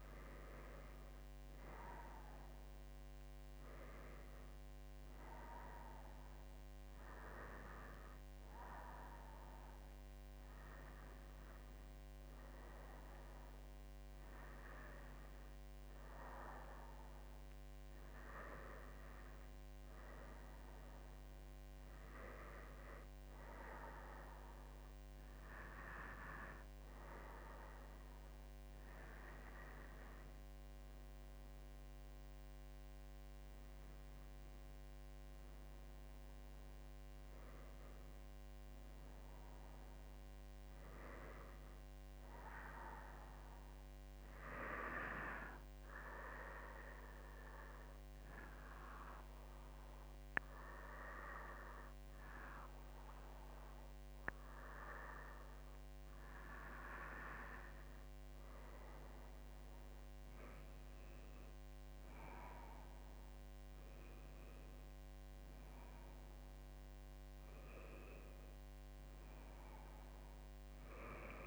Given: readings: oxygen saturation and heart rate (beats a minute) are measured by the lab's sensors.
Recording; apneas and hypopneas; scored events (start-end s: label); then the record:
breathing in sleep by a microphone on the trachea; 1
40.00-43.50 s: arousal
46.50-60.00 s: hypopnea (oxygen 98% before, 97% lowest, heart rate 55 before, 52 extreme, up 5 after)
63.50-68.00 s: arousal
From the record:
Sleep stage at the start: N2 (light sleep); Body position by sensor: on the back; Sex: female